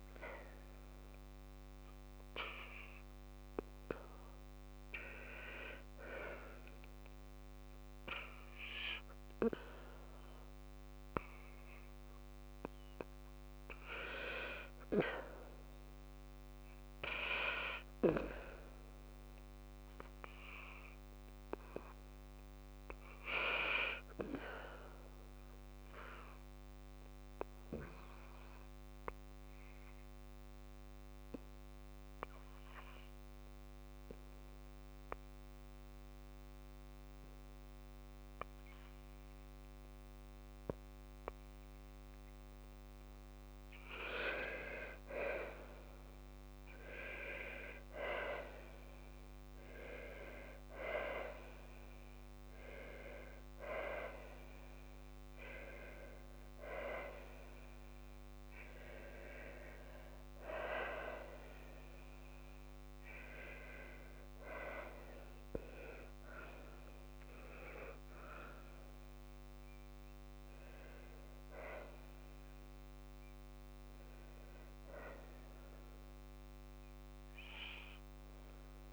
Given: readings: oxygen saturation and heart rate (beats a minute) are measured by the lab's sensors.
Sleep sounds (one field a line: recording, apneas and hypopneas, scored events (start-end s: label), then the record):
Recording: breathing in sleep by a microphone on the trachea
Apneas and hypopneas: 1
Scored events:
15.50-17.50 s: oxygen desaturation (device-marked, oxygen 98% before, 96% lowest, heart rate 58 before, 58 extreme)
27.50-31.00 s: arousal
35.50-63.50 s: obstructive apnea (oxygen 98% before, 91% lowest, heart rate 59 before, 56 extreme, up 0 after)
67.00-69.50 s: arousal
From the record:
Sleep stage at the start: N2 (light sleep)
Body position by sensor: on the back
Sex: female